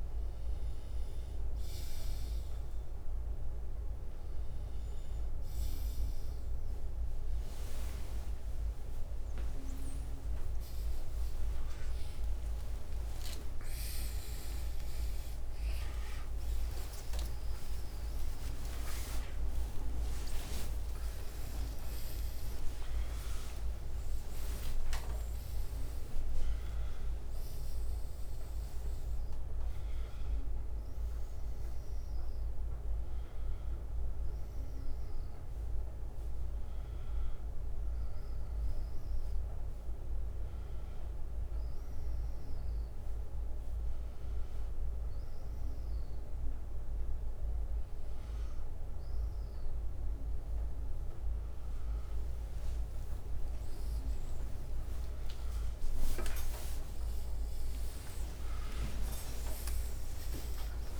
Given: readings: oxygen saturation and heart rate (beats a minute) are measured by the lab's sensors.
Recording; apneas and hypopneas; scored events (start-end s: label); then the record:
a person awake in a sleep study, by a room microphone; none
14.50-26.50 s: tachycardia (device-marked, heart rate 61 before, 128 extreme)
15.50-61.00 s: new sleep stage, awake
56.50-59.50 s: tachycardia (device-marked, heart rate 63 before, 91 extreme)
57.50-60.50 s: oxygen desaturation (device-marked, oxygen 97% before, 94% lowest, heart rate 68 before, 80 extreme)
From the record:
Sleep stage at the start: N2 (light sleep); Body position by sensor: on the left side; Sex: male